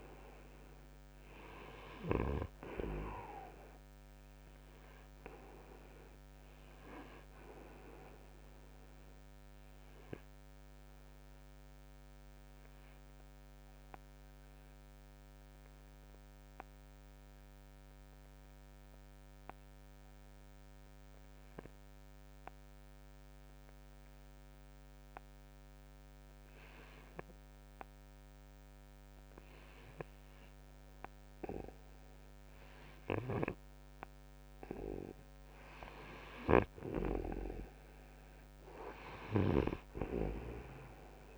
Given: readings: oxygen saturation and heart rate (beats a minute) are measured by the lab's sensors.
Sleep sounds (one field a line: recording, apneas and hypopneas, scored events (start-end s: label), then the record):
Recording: breathing in sleep by a microphone on the trachea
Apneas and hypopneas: 1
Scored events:
7.50-34.50 s: obstructive apnea (oxygen 92% before, 84% lowest, heart rate 69 before, 63 extreme, up 7 after)
From the record:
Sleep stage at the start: REM sleep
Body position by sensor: on the front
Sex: male